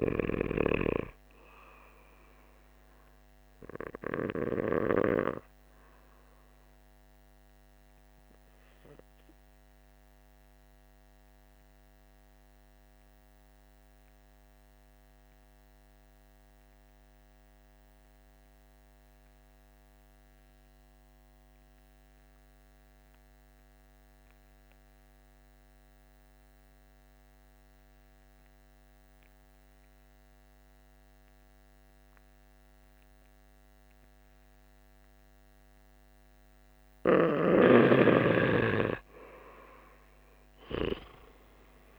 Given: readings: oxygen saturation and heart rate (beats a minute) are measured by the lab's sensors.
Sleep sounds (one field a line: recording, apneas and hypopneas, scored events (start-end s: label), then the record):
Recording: breathing in sleep by a microphone on the trachea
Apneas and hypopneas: 1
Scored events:
0.00-12.00 s: oxygen desaturation (device-marked, oxygen 88% lowest, heart rate 47 extreme)
9.50-35.50 s: obstructive apnea (oxygen 96% before, 87% lowest, heart rate 58 before, 47 extreme, up 11 after)
33.00-41.99 s: oxygen desaturation (device-marked, oxygen 98% before, 87% lowest, heart rate 48 before, 47 extreme)
38.00-41.99 s: arousal
From the record:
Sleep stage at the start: N2 (light sleep)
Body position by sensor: on the back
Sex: male